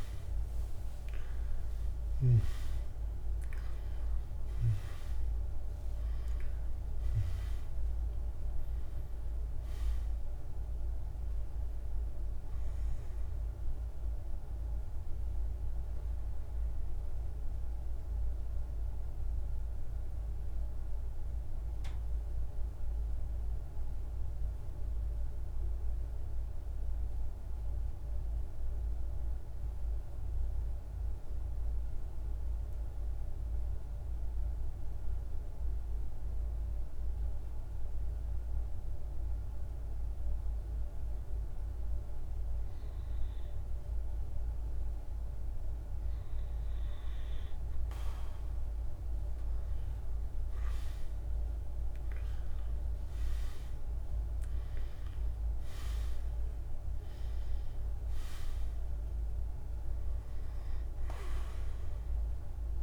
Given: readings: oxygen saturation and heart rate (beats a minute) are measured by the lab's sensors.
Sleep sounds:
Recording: breathing in sleep, hard to hear, by a room microphone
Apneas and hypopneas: 1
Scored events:
0.00-2.00 s: arousal
0.00-21.50 s: oxygen desaturation (device-marked, oxygen 91% lowest, heart rate 50 extreme)
15.50-45.00 s: mixed apnea (oxygen 98% before, 90% lowest, heart rate 55 before, 50 extreme, up 5 after)
40.50-62.83 s: oxygen desaturation (device-marked, oxygen 99% before, 90% lowest, heart rate 50 before, 48 extreme)
49.50-54.00 s: arousal
From the record:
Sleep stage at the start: N2 (light sleep)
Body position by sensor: on the right side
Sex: male

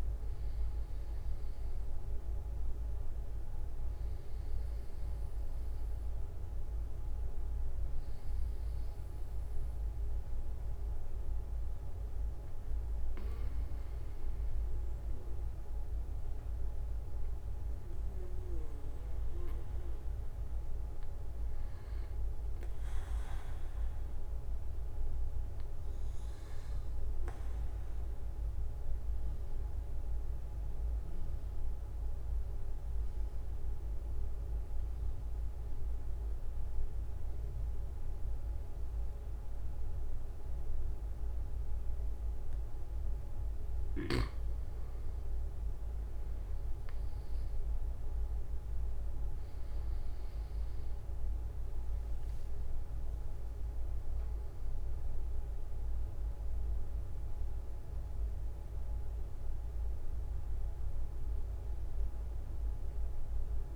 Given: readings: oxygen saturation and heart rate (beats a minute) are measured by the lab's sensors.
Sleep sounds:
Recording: breathing in sleep, hard to hear, by a room microphone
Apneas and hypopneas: 1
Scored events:
0.00-1.50 s: arousal
25.00-27.00 s: long interval between heartbeats (device-marked)
28.00-44.00 s: obstructive apnea (oxygen 95% before, 92% lowest)
33.00-35.00 s: long interval between heartbeats (device-marked)
38.00-40.00 s: long interval between heartbeats (device-marked)
43.50-45.50 s: long interval between heartbeats (device-marked)
47.00-51.50 s: arousal
From the record:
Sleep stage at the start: N2 (light sleep)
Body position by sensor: on the right side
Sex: male

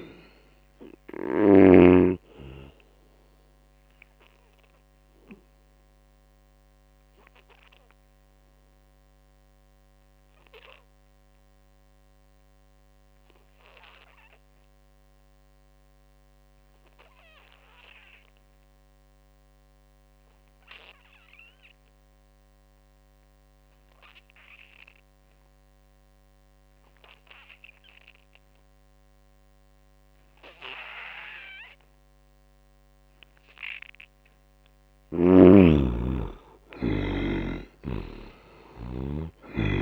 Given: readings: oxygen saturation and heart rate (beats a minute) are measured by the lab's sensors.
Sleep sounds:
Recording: breathing in sleep by a microphone on the trachea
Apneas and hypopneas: 1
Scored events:
0.00-1.50 s: snoring (device-marked)
0.00-15.00 s: oxygen desaturation (device-marked, oxygen 71% lowest, heart rate 61 extreme)
2.50-33.00 s: obstructive apnea (oxygen 97% before, 71% lowest, heart rate 70 before, 62 extreme, up 4 after)
21.00-39.82 s: oxygen desaturation (device-marked, oxygen 99% before, 71% lowest, heart rate 78 before, 62 extreme)
35.00-39.82 s: arousal
From the record:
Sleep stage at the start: N2 (light sleep)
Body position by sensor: on the back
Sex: male

